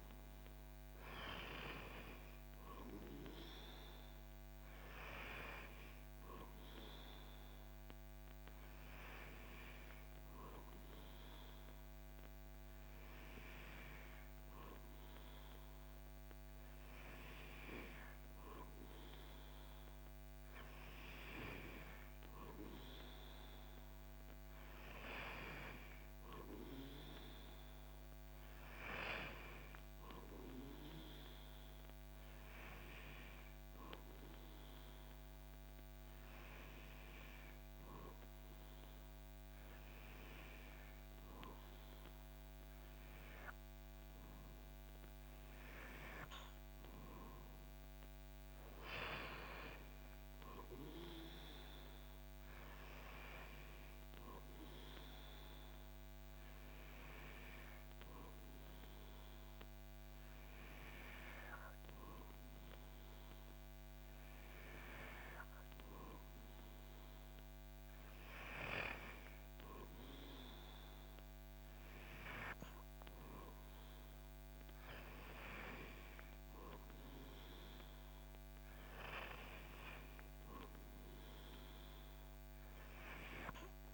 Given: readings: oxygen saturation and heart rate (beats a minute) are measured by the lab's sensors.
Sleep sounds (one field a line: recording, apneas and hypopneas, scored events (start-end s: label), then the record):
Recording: breathing in sleep by a microphone on the trachea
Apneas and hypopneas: none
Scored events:
none scored
From the record:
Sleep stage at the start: N2 (light sleep)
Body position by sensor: on the back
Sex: male